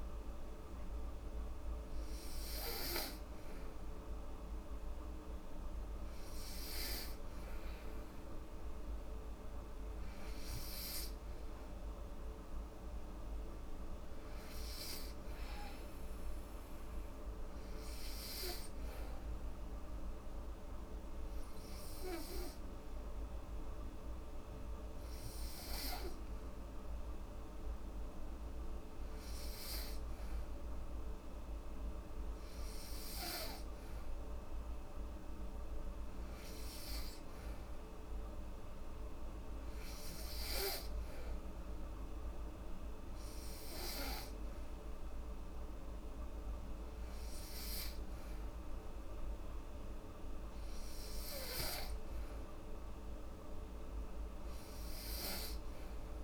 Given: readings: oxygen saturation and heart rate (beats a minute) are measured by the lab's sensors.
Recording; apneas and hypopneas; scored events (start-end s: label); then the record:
breathing in sleep by a room microphone; 1
0.00-12.50 s: oxygen desaturation (device-marked, oxygen 91% lowest, heart rate 72 extreme)
17.50-28.50 s: obstructive apnea (oxygen 95% before, 92% lowest, heart rate 73 before, 72 extreme, up 0 after)
31.00-34.00 s: arousal
From the record:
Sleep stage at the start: N2 (light sleep); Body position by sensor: on the back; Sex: female